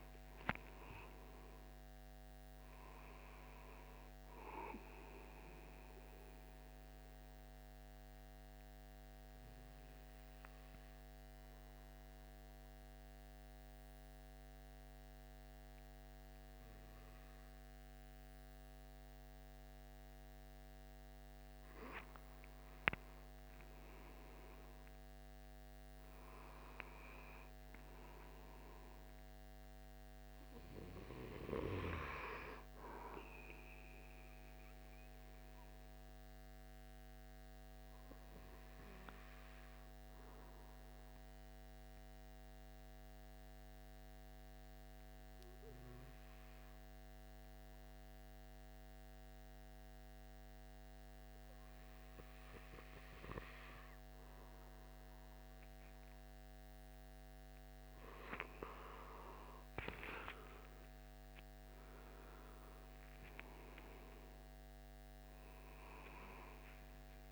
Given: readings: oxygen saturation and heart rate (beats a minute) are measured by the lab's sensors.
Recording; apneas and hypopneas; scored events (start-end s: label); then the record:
breathing in sleep by a microphone on the trachea; 2
5.50-19.50 s: central apnea (oxygen 96% before, 92% lowest, heart rate 90 before, 73 extreme, up 6 after)
22.00-26.00 s: arousal
35.00-54.50 s: hypopnea (oxygen 96% before, 92% lowest, heart rate 81 before, 73 extreme, up 19 after)
58.50-63.00 s: arousal
61.00-67.32 s: oxygen desaturation (device-marked, oxygen 96% before, 92% lowest, heart rate 79 before, 76 extreme)
From the record:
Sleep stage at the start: N2 (light sleep); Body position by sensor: on the right side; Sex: male